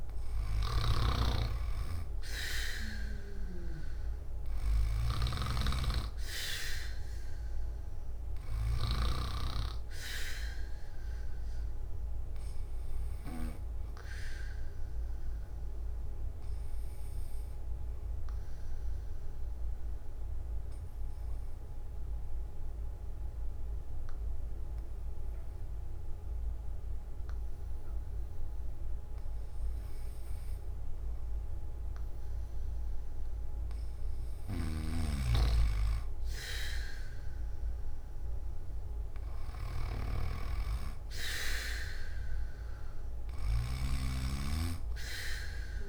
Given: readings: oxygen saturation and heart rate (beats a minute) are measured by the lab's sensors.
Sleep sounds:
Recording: breathing in sleep by a room microphone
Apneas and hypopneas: 1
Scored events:
0.00-9.00 s: snoring (device-marked)
4.00-29.00 s: oxygen desaturation (device-marked, oxygen 99% before, 94% lowest)
14.50-33.00 s: obstructive apnea (oxygen 99% before, 93% lowest)
34.00-45.89 s: snoring (device-marked)
39.00-45.89 s: oxygen desaturation (device-marked, oxygen 99% before, 94% lowest)
From the record:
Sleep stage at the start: N3 (deep sleep)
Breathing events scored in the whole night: 235 in 4.8 hours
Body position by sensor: on the back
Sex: male

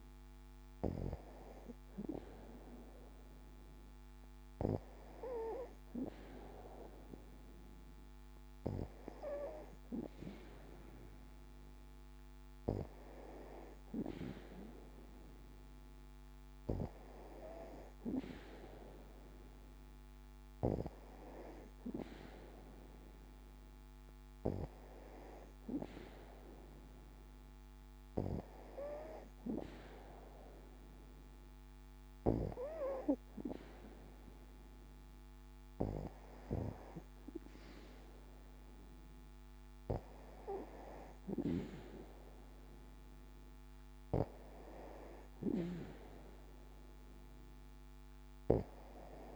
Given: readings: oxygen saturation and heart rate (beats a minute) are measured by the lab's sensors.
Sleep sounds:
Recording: breathing in sleep by a microphone on the trachea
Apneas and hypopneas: none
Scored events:
none scored
From the record:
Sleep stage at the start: N2 (light sleep)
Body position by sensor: on the back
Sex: female

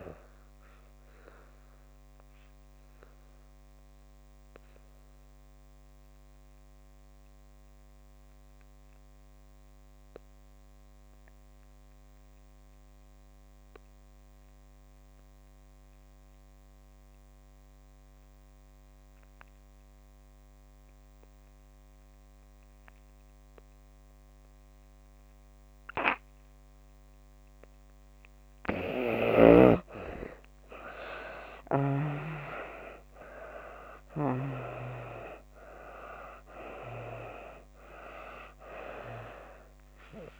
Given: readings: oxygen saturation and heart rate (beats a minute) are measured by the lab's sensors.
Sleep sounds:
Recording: breathing in sleep by a microphone on the trachea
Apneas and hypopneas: 1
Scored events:
0.00-20.00 s: oxygen desaturation (device-marked, oxygen 73% lowest)
0.50-28.00 s: obstructive apnea (oxygen 97% before, 71% lowest)
25.00-40.40 s: oxygen desaturation (device-marked, oxygen 97% before, 71% lowest)
31.50-36.00 s: arousal
From the record:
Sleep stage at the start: N2 (light sleep)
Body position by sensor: on the back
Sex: female

